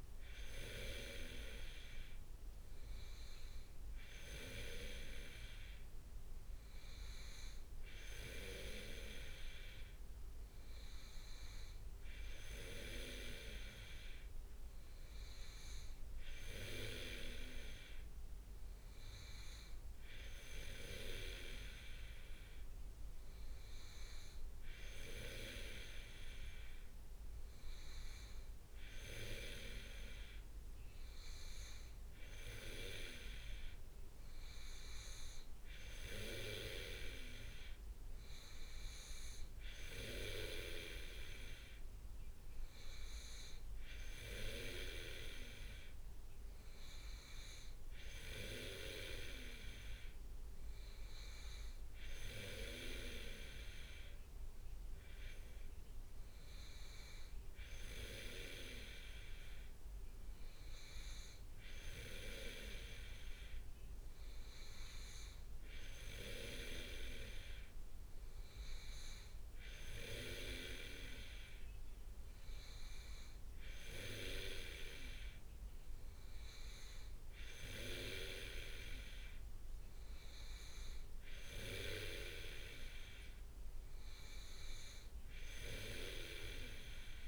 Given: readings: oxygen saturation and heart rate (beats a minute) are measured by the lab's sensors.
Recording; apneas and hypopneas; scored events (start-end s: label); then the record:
breathing in sleep by a room microphone; none
none scored
From the record:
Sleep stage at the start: N2 (light sleep); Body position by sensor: on the back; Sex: male